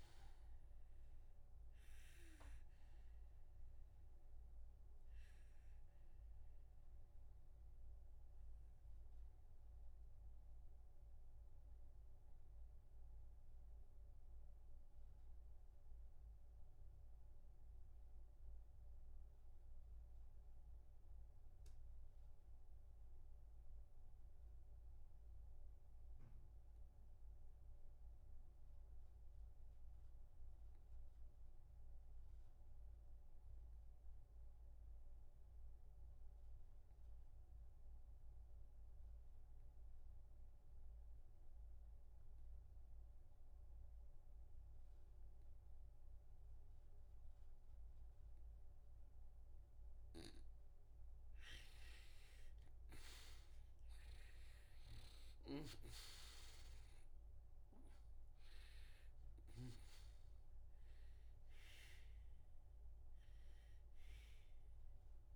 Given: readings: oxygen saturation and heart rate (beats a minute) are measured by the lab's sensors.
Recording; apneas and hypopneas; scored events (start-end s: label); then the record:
breathing in sleep by a room microphone; 1
0.00-21.50 s: oxygen desaturation (device-marked, oxygen 89% lowest)
5.00-49.00 s: obstructive apnea (oxygen 98% before, 84% lowest, heart rate 49 before, 58 extreme, up 7 after)
36.50-65.36 s: oxygen desaturation (device-marked, oxygen 98% before, 90% lowest, heart rate 61 before, 58 extreme)
53.00-58.00 s: arousal
55.50-60.00 s: snoring (device-marked)
From the record:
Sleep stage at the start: REM sleep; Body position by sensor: on the back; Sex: male